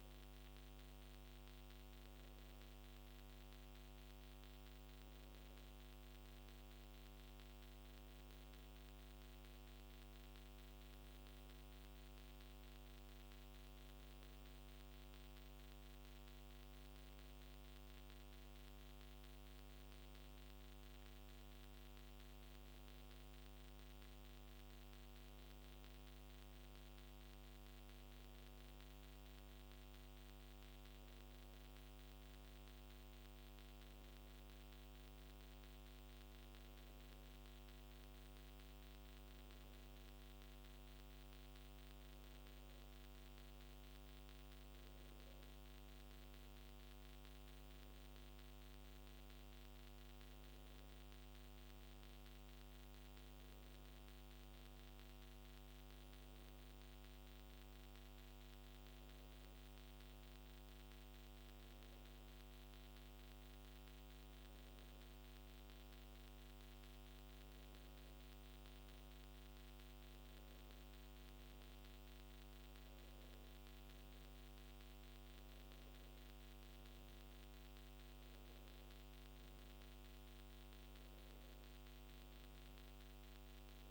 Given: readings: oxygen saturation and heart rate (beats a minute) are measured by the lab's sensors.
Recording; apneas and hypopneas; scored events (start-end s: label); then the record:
breathing in sleep, hard to hear, by a microphone on the trachea; none
none scored
From the record:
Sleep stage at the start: N2 (light sleep); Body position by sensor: on the back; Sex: male